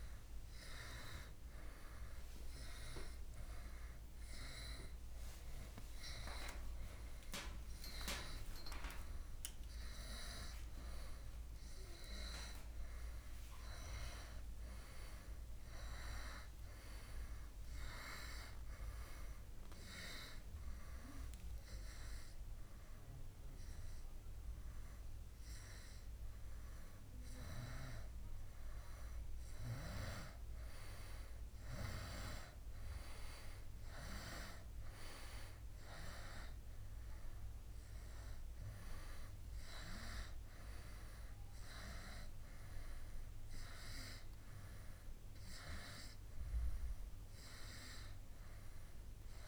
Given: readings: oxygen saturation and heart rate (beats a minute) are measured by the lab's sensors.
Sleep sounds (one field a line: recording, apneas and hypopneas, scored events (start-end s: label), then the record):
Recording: a person awake in a sleep study, by a room microphone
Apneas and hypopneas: none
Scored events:
9.00-11.00 s: long interval between heartbeats (device-marked)
21.50-23.50 s: long interval between heartbeats (device-marked, heart rate 55 before, 82 extreme)
30.00-49.48 s: new sleep stage, N1 (lightest sleep)
43.00-49.48 s: oxygen desaturation (device-marked, oxygen 95% before, 91% lowest, heart rate 73 before, 69 extreme)
From the record:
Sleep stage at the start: awake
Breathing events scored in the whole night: 353 in 4.3 hours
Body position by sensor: on the back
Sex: male